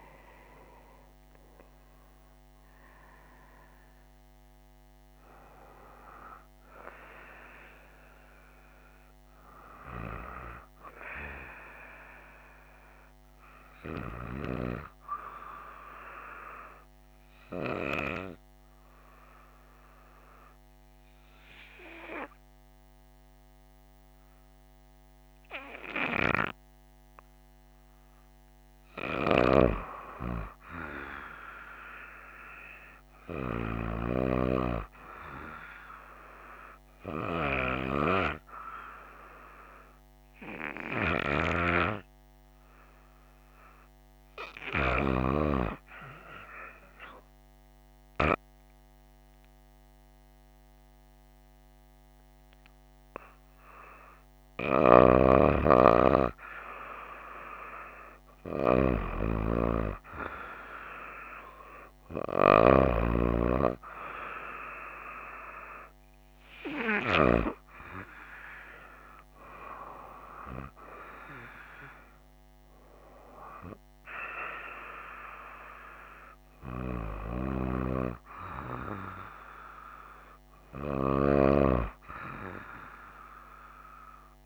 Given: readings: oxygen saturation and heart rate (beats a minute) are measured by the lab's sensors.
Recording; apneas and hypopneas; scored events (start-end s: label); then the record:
breathing in sleep by a microphone on the trachea; 2
0.00-1.50 s: arousal
19.50-29.50 s: obstructive apnea (oxygen 98% before, 94% lowest, heart rate 63 before, 59 extreme, up 2 after)
32.50-36.50 s: arousal
46.00-56.00 s: obstructive apnea (oxygen 98% before, 94% lowest, heart rate 62 before, 59 extreme, up 3 after)
59.50-64.00 s: arousal
From the record:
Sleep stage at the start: N2 (light sleep); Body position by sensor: on the right side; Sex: female